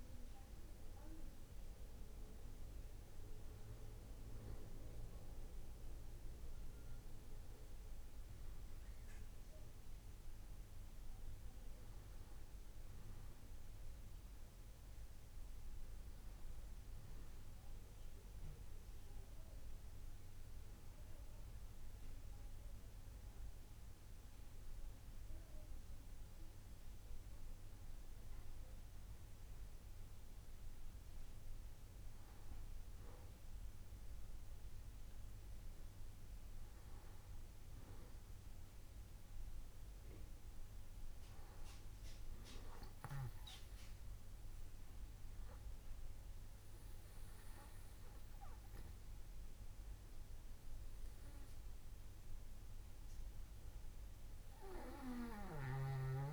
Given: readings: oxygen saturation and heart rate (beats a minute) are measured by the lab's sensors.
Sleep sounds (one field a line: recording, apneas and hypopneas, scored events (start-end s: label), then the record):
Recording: breathing in sleep by a room microphone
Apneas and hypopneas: none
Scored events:
none scored
From the record:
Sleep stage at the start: N2 (light sleep)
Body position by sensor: on the back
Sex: male